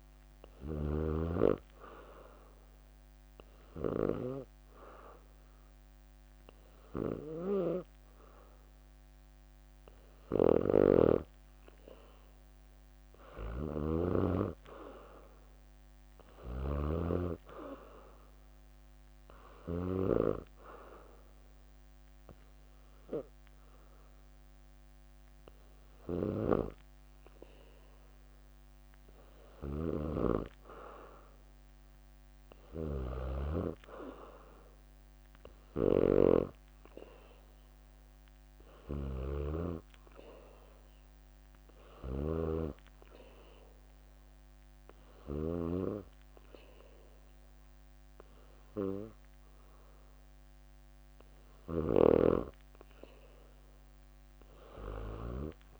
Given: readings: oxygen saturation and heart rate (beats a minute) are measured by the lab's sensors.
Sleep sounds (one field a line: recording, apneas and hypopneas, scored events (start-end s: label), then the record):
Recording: breathing in sleep by a microphone on the trachea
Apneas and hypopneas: 3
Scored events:
0.00-10.50 s: oxygen desaturation (device-marked, oxygen 91% lowest, heart rate 63 extreme)
1.50-11.50 s: obstructive apnea (oxygen 95% before, 91% lowest, heart rate 66 before, 63 extreme, up 4 after)
10.50-17.00 s: snoring (device-marked)
11.00-21.00 s: leg movement (device-marked)
13.50-16.50 s: arousal
20.50-30.50 s: obstructive apnea (oxygen 94% before, 90% lowest, heart rate 67 before, 63 extreme, up 5 after)
20.50-31.50 s: oxygen desaturation (device-marked, oxygen 94% before, 91% lowest, heart rate 67 before, 63 extreme)
26.00-34.00 s: leg movement (device-marked)
32.50-35.50 s: arousal
36.50-46.50 s: oxygen desaturation (device-marked, oxygen 95% before, 92% lowest, heart rate 66 before, 65 extreme)
38.50-44.00 s: leg movement (device-marked)
40.00-51.00 s: obstructive apnea (oxygen 95% before, 90% lowest, heart rate 66 before, 65 extreme, up 4 after)
48.00-55.50 s: leg movement (device-marked)
52.50-55.50 s: arousal
From the record:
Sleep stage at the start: N2 (light sleep)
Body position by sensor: on the back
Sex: female